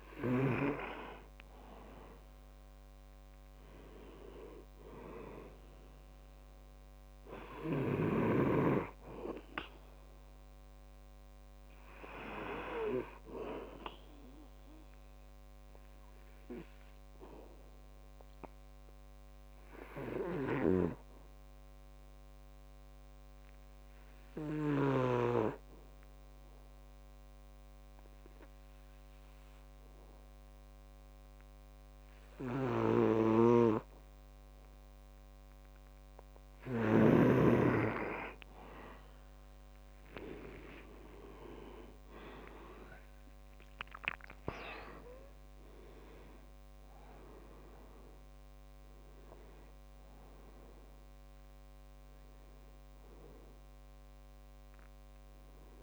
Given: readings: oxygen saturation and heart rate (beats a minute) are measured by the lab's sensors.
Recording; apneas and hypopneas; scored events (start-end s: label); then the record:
breathing in sleep by a microphone on the trachea; 1
0.00-1.00 s: snoring (device-marked)
0.00-17.50 s: oxygen desaturation (device-marked, oxygen 92% lowest, heart rate 66 extreme)
15.50-35.50 s: obstructive apnea (oxygen 98% before, 88% lowest, heart rate 68 before, 66 extreme, up 4 after)
40.00-45.00 s: arousal
41.50-55.83 s: oxygen desaturation (device-marked, oxygen 97% before, 88% lowest, heart rate 67 before, 63 extreme)
From the record:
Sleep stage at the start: N2 (light sleep); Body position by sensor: on the back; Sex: male